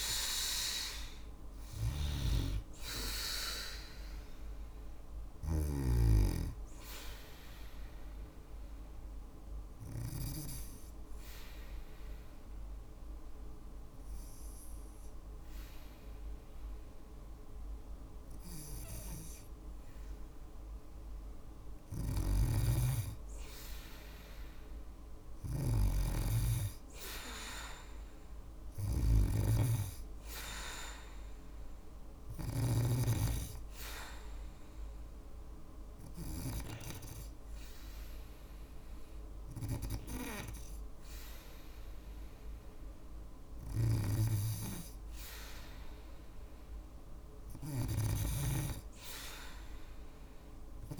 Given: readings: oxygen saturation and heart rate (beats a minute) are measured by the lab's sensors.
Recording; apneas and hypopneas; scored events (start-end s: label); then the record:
breathing in sleep by a room microphone; 2
0.00-5.00 s: snoring (device-marked)
0.00-19.00 s: oxygen desaturation (device-marked, oxygen 92% lowest, heart rate 52 extreme)
9.00-19.50 s: obstructive apnea (oxygen 97% before, 92% lowest, heart rate 56 before, 53 extreme, up 4 after)
21.00-32.00 s: snoring (device-marked)
23.00-26.50 s: arousal
32.50-43.00 s: obstructive apnea (oxygen 97% before, 93% lowest, heart rate 55 before, 55 extreme, up 0 after)
43.50-47.50 s: arousal
46.50-50.50 s: snoring (device-marked)
From the record:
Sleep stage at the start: N2 (light sleep); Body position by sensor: on the back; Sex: female